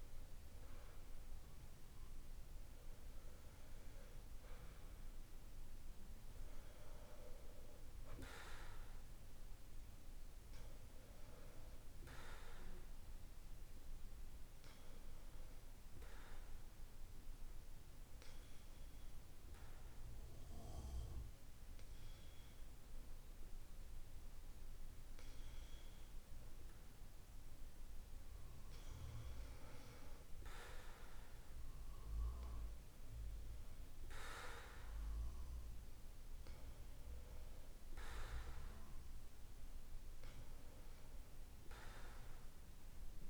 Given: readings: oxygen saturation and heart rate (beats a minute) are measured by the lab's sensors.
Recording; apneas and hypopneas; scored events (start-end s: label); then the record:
breathing in sleep by a room microphone; 1
14.50-29.00 s: hypopnea (oxygen 96% before, 94% lowest, heart rate 51 before, 49 extreme, up 5 after)
31.50-35.00 s: arousal
From the record:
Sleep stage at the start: N2 (light sleep); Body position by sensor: on the back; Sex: male